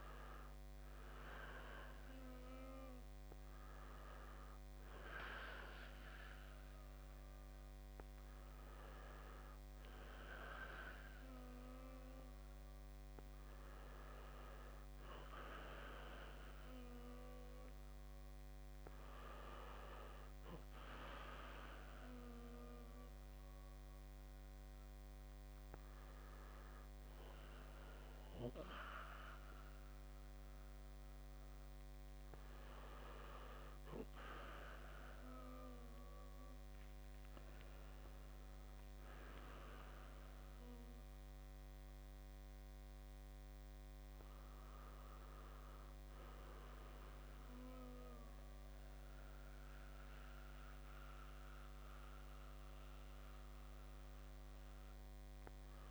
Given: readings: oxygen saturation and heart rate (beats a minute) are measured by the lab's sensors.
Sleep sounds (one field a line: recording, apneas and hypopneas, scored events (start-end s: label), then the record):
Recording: a person awake in a sleep study, by a microphone on the trachea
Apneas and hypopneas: none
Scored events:
none scored
From the record:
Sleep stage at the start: awake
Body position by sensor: on the back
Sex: male